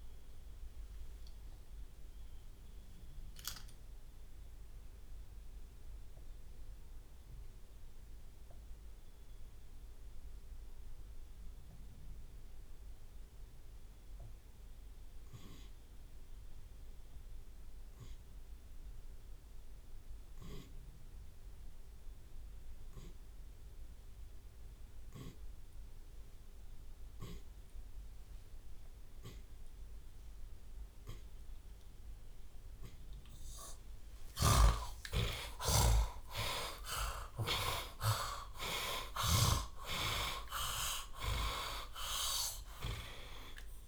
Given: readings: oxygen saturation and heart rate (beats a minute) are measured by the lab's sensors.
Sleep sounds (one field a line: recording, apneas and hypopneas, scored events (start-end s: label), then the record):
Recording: breathing in sleep by a room microphone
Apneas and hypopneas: 1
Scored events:
2.50-32.50 s: obstructive apnea (oxygen 94% before, 80% lowest)
31.00-33.00 s: long interval between heartbeats (device-marked)
34.00-39.50 s: snoring (device-marked)
35.00-41.00 s: arousal
From the record:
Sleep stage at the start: N2 (light sleep)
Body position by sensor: on the left side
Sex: male